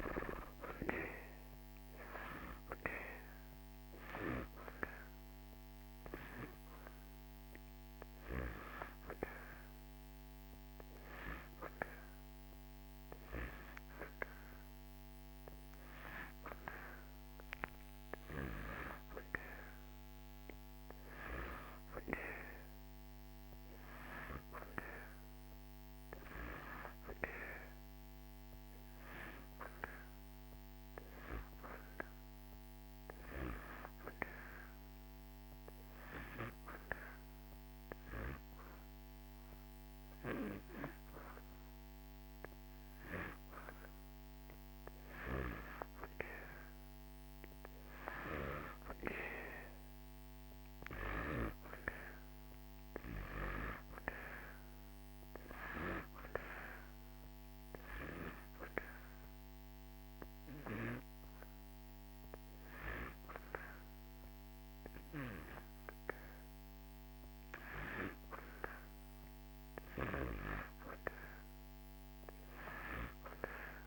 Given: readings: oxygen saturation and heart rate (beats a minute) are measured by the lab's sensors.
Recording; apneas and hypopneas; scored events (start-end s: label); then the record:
breathing in sleep by a microphone on the trachea; 3
0.00-26.50 s: oxygen desaturation (device-marked, oxygen 84% lowest)
6.00-18.00 s: hypopnea (oxygen 94% before, 84% lowest)
19.50-23.50 s: arousal
34.50-45.50 s: hypopnea (oxygen 93% before, 86% lowest)
48.00-53.00 s: arousal
57.50-68.50 s: hypopnea (oxygen 93% before, 86% lowest)
59.50-73.87 s: oxygen desaturation (device-marked, oxygen 91% before, 86% lowest)
72.00-73.87 s: arousal
From the record:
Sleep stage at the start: N2 (light sleep); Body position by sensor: on the back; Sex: male